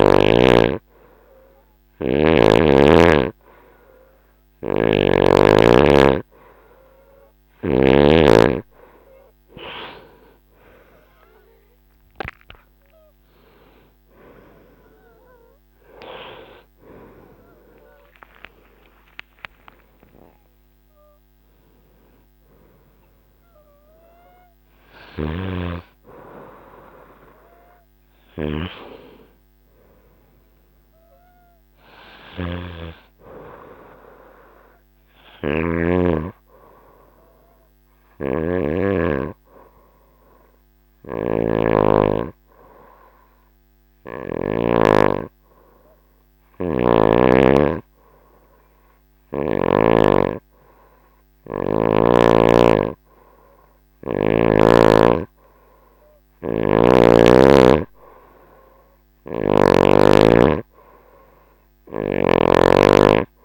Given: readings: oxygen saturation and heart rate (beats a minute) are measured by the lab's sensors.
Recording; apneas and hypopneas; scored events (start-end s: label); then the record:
breathing in sleep by a microphone on the trachea; 1
4.00-7.50 s: snoring (device-marked)
16.50-20.50 s: arousal
24.50-44.00 s: snoring (device-marked)
38.00-53.50 s: obstructive apnea (oxygen 98% before, 93% lowest, heart rate 79 before, 65 extreme, up 4 after)
52.50-63.45 s: oxygen desaturation (device-marked, oxygen 97% before, 93% lowest, heart rate 67 before, 63 extreme)
56.00-59.00 s: arousal
58.50-62.00 s: snoring (device-marked)
From the record:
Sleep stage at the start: N2 (light sleep); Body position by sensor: on the right side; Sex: female